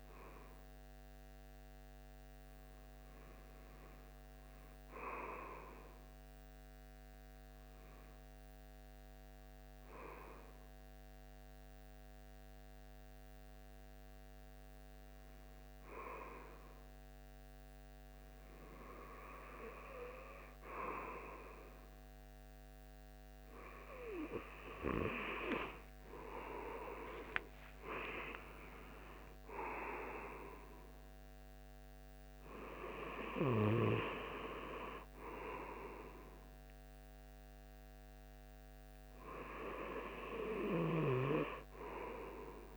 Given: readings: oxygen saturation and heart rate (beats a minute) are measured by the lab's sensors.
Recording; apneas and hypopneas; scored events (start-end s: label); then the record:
breathing in sleep by a microphone on the trachea; 1
6.00-21.00 s: hypopnea (oxygen 95% before, 93% lowest, heart rate 162 before, 152 extreme, up 20 after)
25.50-31.00 s: arousal
From the record:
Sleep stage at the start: REM sleep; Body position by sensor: on the right side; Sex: male